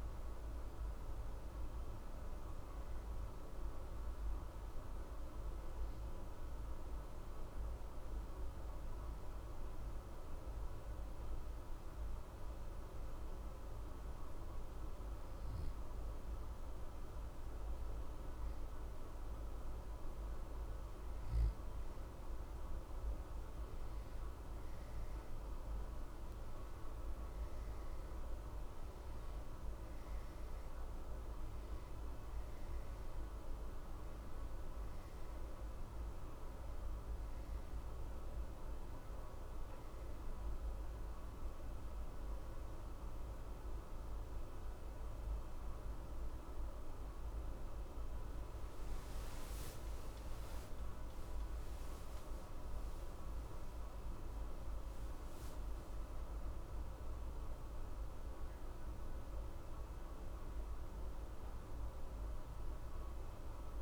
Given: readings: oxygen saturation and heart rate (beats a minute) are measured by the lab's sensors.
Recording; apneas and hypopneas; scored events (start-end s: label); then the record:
breathing in sleep, hard to hear, by a room microphone; 1
0.00-6.00 s: oxygen desaturation (device-marked, oxygen 89% lowest, heart rate 62 extreme)
2.00-15.50 s: obstructive apnea (oxygen 93% before, 89% lowest, heart rate 62 before, 61 extreme, up 0 after)
33.00-59.00 s: oxygen desaturation (device-marked, oxygen 92% before, 89% lowest, heart rate 62 before, 61 extreme)
From the record:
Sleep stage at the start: N1 (lightest sleep); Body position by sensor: on the back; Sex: male